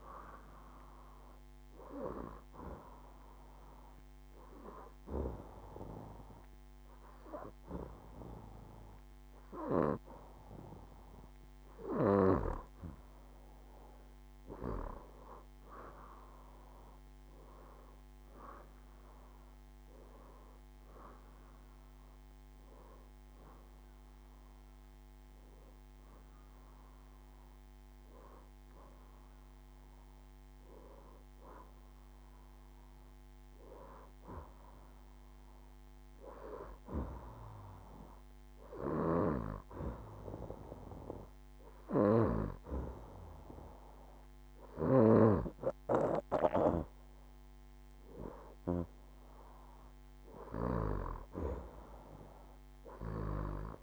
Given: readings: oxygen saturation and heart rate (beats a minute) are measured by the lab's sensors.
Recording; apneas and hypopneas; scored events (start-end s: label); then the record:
breathing in sleep by a microphone on the trachea; 1
3.00-14.00 s: oxygen desaturation (device-marked, oxygen 94% before, 89% lowest, heart rate 75 before, 74 extreme)
3.50-14.00 s: hypopnea (oxygen 94% before, 88% lowest, heart rate 75 before, 74 extreme, up 4 after)
16.50-21.00 s: arousal
22.00-35.00 s: oxygen desaturation (device-marked, oxygen 93% before, 88% lowest, heart rate 78 before, 74 extreme)
From the record:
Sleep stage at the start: N2 (light sleep); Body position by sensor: on the back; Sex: female